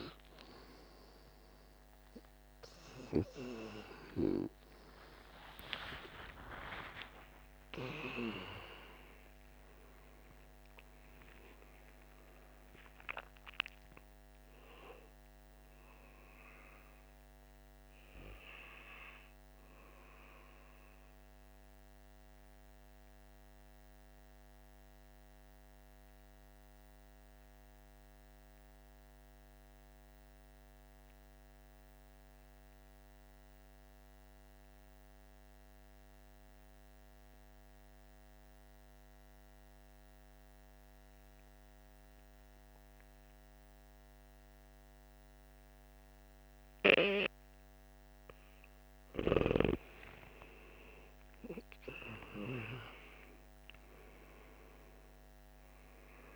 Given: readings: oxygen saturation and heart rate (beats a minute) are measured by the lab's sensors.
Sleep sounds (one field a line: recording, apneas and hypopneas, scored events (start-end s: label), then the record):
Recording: breathing in sleep by a microphone on the trachea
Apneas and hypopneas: 1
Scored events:
0.00-28.50 s: oxygen desaturation (device-marked, oxygen 83% lowest, heart rate 48 extreme)
5.50-9.50 s: arousal
21.50-48.50 s: mixed apnea (oxygen 96% before, 83% lowest, heart rate 64 before, 46 extreme, up 16 after)
48.50-56.36 s: oxygen desaturation (device-marked, oxygen 99% before, 86% lowest, heart rate 49 before, 46 extreme)
49.50-53.50 s: arousal
From the record:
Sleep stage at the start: N2 (light sleep)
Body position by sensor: on the back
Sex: male